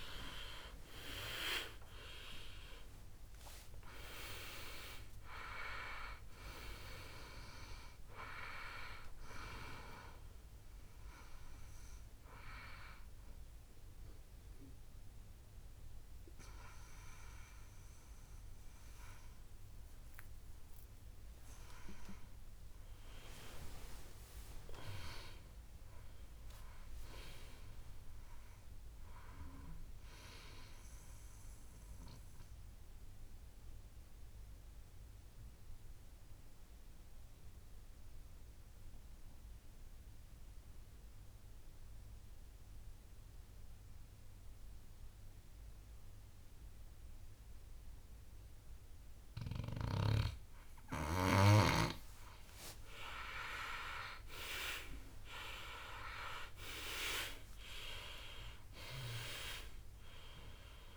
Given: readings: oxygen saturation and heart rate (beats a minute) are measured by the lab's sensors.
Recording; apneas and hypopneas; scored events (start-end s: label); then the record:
breathing in sleep by a room microphone; 1
0.00-26.00 s: oxygen desaturation (device-marked, oxygen 88% lowest, heart rate 58 extreme)
0.50-4.50 s: arousal
25.50-28.50 s: arousal
30.50-52.00 s: obstructive apnea (oxygen 98% before, 92% lowest, heart rate 72 before, 57 extreme, up 20 after)
53.50-57.00 s: arousal
54.00-60.97 s: oxygen desaturation (device-marked, oxygen 98% before, 92% lowest, heart rate 61 before, 56 extreme)
From the record:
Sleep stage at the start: N2 (light sleep); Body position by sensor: on the back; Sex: male